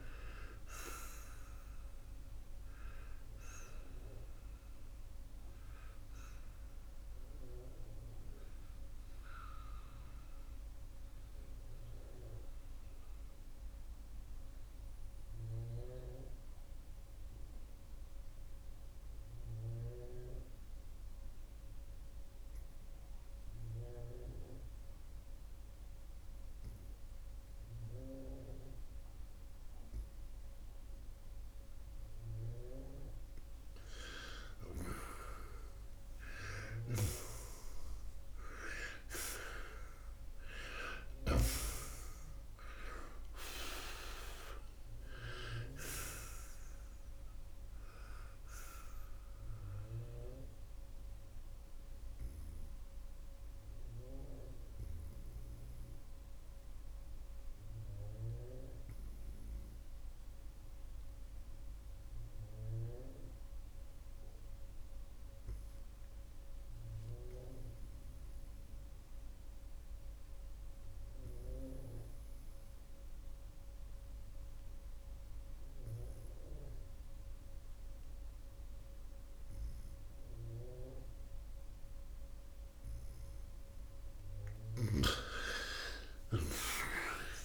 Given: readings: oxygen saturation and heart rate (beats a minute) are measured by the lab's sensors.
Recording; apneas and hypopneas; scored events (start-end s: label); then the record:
breathing in sleep by a room microphone; 2
0.00-11.00 s: oxygen desaturation (device-marked, oxygen 91% lowest, heart rate 66 extreme)
11.00-32.00 s: obstructive apnea (oxygen 95% before, 84% lowest, heart rate 89 before, 66 extreme, up 11 after)
17.00-32.00 s: oxygen desaturation (device-marked, oxygen 92% before, 84% lowest, heart rate 83 before, 69 extreme)
34.00-39.00 s: arousal
47.00-81.00 s: oxygen desaturation (device-marked, oxygen 95% before, 85% lowest, heart rate 83 before, 60 extreme)
50.50-82.50 s: obstructive apnea (oxygen 95% before, 84% lowest, heart rate 84 before, 60 extreme)
84.50-87.45 s: arousal
From the record:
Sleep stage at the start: N2 (light sleep); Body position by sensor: on the right side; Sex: male